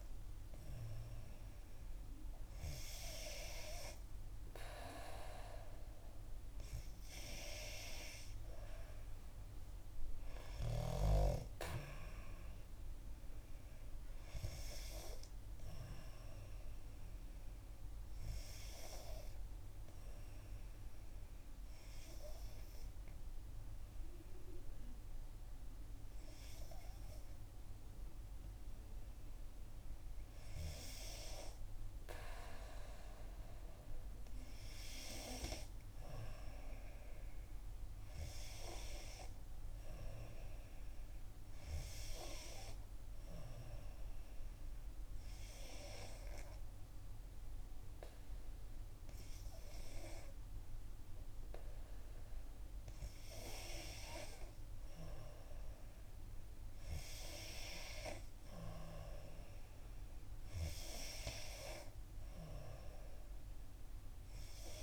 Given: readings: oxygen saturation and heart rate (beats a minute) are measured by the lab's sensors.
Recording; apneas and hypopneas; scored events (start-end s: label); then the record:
breathing in sleep by a room microphone; 2
18.00-29.50 s: hypopnea (oxygen 92% before, 90% lowest, heart rate 64 before, 60 extreme, up 5 after)
32.00-35.50 s: arousal
42.50-54.50 s: mixed apnea (oxygen 93% before, 90% lowest, heart rate 63 before, 63 extreme, up 4 after)
57.00-60.50 s: arousal
From the record:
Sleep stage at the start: N2 (light sleep); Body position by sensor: on the back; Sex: female